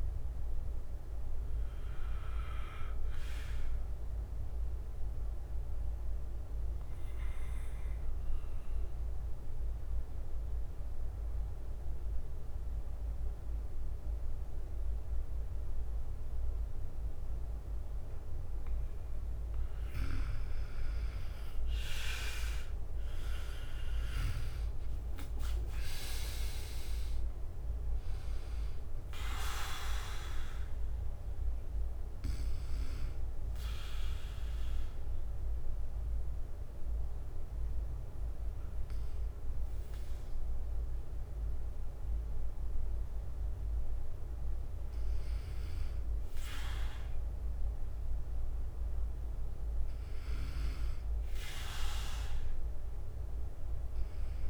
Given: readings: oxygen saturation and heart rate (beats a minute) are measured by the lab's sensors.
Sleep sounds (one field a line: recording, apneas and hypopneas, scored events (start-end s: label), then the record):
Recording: breathing in sleep by a room microphone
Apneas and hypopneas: 2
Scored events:
0.00-6.50 s: bradycardia (device-marked, heart rate 56 extreme)
0.50-18.50 s: obstructive apnea (oxygen 97% before, 89% lowest, heart rate 60 before, 56 extreme, up 7 after)
5.50-15.50 s: oxygen desaturation (device-marked, oxygen 97% before, 92% lowest, heart rate 59 before, 56 extreme)
15.50-18.50 s: bradycardia (device-marked, heart rate 61 before, 60 extreme)
22.50-37.50 s: oxygen desaturation (device-marked, oxygen 96% before, 92% lowest, heart rate 59 before, 56 extreme)
22.50-39.50 s: drop in pulse transit time (device-marked, heart rate 59 before, 56 extreme)
23.50-27.00 s: arousal
31.50-44.50 s: bradycardia (device-marked, heart rate 61 before, 56 extreme)
33.00-45.00 s: mixed apnea (oxygen 96% before, 89% lowest, heart rate 63 before, 56 extreme, up 5 after)
49.50-54.50 s: oxygen desaturation (device-marked, oxygen 93% before, 89% lowest, heart rate 60 before, 59 extreme)
52.50-54.50 s: arousal
From the record:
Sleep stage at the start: N2 (light sleep)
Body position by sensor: on the right side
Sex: male